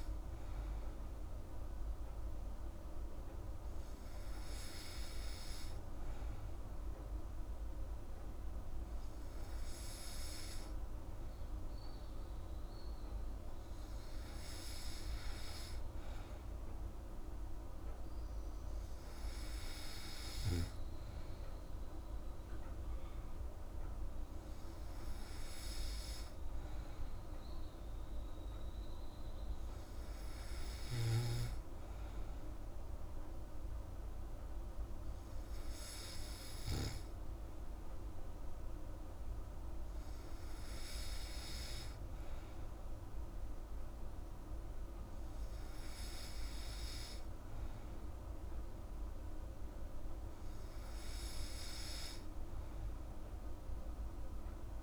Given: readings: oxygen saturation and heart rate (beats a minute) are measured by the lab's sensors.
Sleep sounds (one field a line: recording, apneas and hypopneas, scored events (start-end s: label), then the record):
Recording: breathing in sleep, hard to hear, by a room microphone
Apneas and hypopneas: none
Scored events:
none scored
From the record:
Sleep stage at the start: N2 (light sleep)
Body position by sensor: on the back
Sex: female